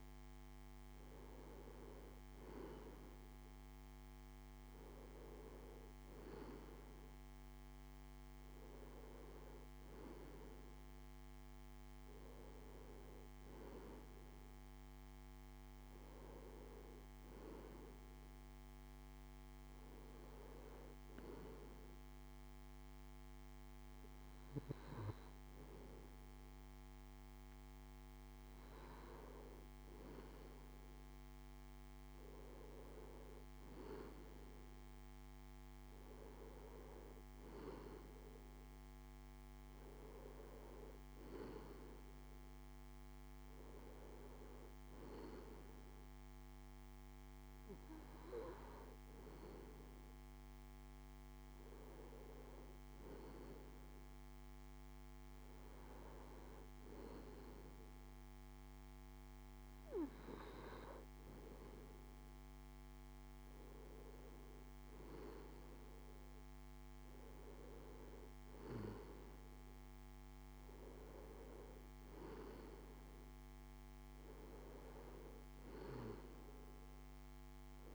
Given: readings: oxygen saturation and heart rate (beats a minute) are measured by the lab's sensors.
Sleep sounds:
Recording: breathing in sleep by a microphone on the trachea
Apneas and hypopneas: none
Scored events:
none scored
From the record:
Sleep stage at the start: N2 (light sleep)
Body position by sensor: on the left side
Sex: male

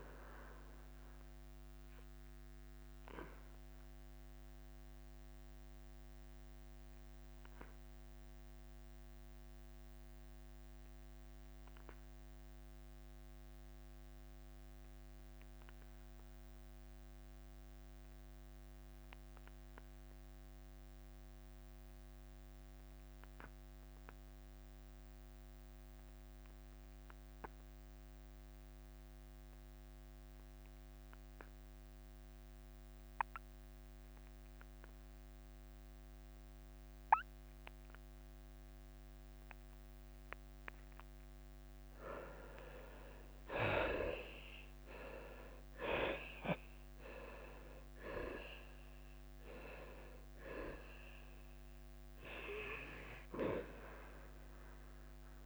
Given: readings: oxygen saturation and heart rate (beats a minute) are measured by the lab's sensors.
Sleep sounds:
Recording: breathing in sleep by a microphone on the trachea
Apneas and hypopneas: 1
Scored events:
0.00-4.00 s: drop in pulse transit time (device-marked, heart rate 87 extreme)
4.00-41.50 s: obstructive apnea (oxygen 98% before, 73% lowest, heart rate 90 before, 74 extreme, up 7 after)
15.00-20.00 s: oxygen desaturation (device-marked, oxygen 92% before, 75% lowest, heart rate 92 before, 74 extreme)
43.00-55.46 s: drop in pulse transit time (device-marked, heart rate 82 before, 89 extreme)
44.50-48.50 s: arousal
From the record:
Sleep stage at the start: N2 (light sleep)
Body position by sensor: on the back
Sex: male

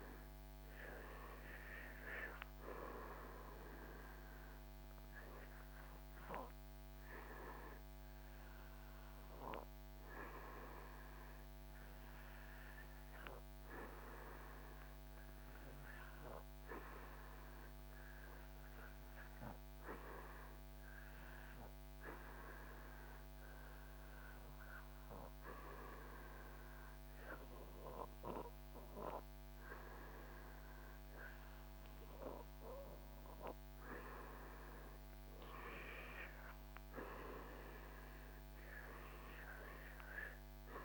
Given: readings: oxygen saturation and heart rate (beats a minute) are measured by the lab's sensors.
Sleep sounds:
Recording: breathing in sleep by a microphone on the trachea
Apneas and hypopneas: 1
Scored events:
6.50-31.50 s: hypopnea (oxygen 96% before, 89% lowest, heart rate 76 before, 77 extreme, up 4 after)
21.50-40.85 s: oxygen desaturation (device-marked, oxygen 95% before, 89% lowest, heart rate 78 before, 78 extreme)
22.50-40.85 s: new sleep stage, REM sleep
34.50-38.00 s: arousal
From the record:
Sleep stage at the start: N2 (light sleep)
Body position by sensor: on the back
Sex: male

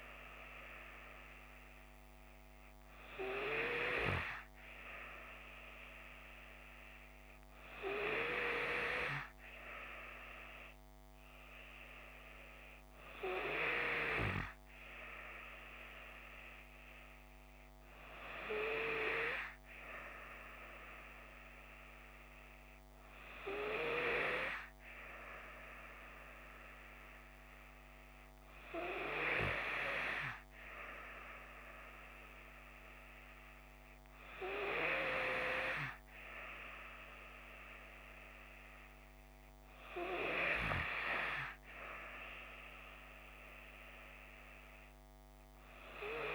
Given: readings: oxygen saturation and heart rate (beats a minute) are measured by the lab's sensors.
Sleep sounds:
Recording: breathing in sleep by a microphone on the trachea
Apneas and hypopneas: none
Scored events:
none scored
From the record:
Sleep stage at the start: N3 (deep sleep)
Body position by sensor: on the left side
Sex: female

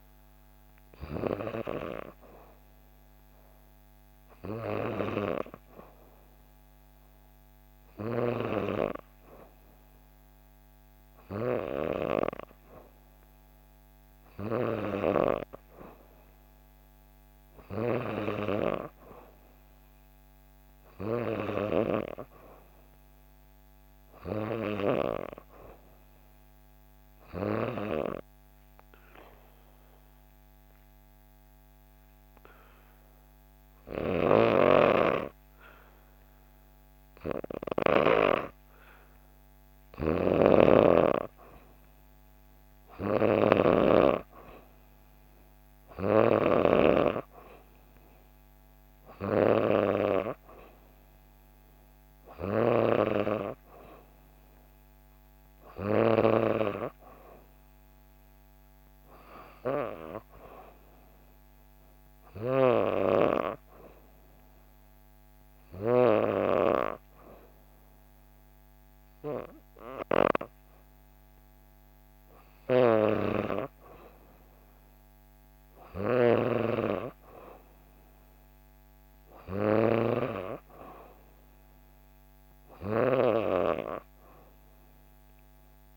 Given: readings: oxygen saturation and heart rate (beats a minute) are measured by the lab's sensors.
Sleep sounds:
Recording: breathing in sleep by a microphone on the trachea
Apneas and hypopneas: 2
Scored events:
27.00-38.50 s: obstructive apnea (oxygen 94% before, 90% lowest, heart rate 66 before, 65 extreme, up 1 after)
33.50-52.50 s: snoring (device-marked)
40.50-43.50 s: arousal
45.00-59.00 s: oxygen desaturation (device-marked, oxygen 93% before, 90% lowest, heart rate 66 before, 65 extreme)
62.00-74.00 s: hypopnea (oxygen 93% before, 92% lowest, heart rate 66 before, 65 extreme, up 1 after)
76.00-79.50 s: arousal
From the record:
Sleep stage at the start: N3 (deep sleep)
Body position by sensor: on the back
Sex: female

